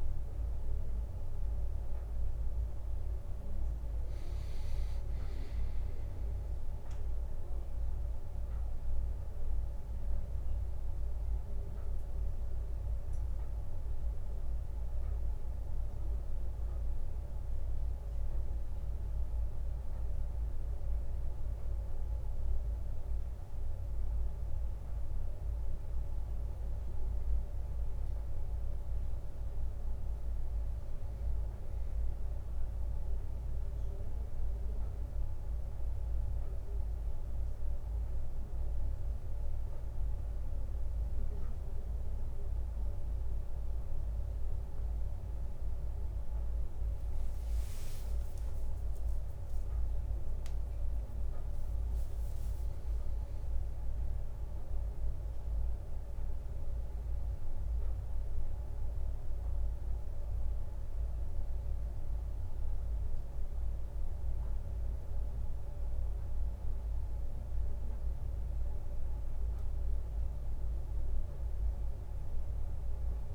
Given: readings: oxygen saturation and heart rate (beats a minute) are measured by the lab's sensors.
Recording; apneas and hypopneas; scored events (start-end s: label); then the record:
breathing in sleep, hard to hear, by a room microphone; none
47.00-49.00 s: leg movement (device-marked)
50.50-56.00 s: arousal
From the record:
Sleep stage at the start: N1 (lightest sleep); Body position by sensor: on the right side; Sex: male